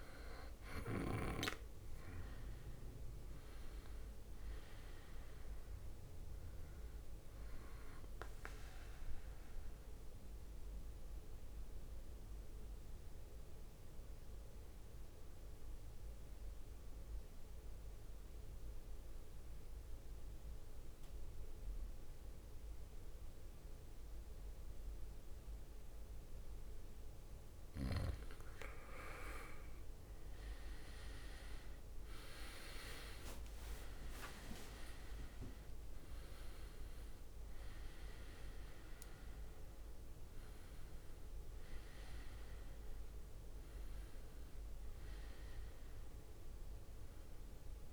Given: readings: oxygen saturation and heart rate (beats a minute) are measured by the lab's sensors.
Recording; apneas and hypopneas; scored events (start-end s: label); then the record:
breathing in sleep by a room microphone; 1
0.00-1.50 s: arousal
0.00-13.00 s: drop in pulse transit time (device-marked, heart rate 59 extreme)
0.00-16.00 s: oxygen desaturation (device-marked, oxygen 92% lowest, heart rate 57 extreme)
9.50-27.50 s: mixed apnea (oxygen 98% before, 90% lowest, heart rate 65 before, 57 extreme, up 12 after)
30.00-35.00 s: arousal
32.00-47.00 s: drop in pulse transit time (device-marked, heart rate 60 before, 66 extreme)
32.00-47.93 s: oxygen desaturation (device-marked, oxygen 97% before, 90% lowest, heart rate 60 before, 57 extreme)
32.50-36.00 s: leg movement (device-marked)
From the record:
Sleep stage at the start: N2 (light sleep); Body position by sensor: on the back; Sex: male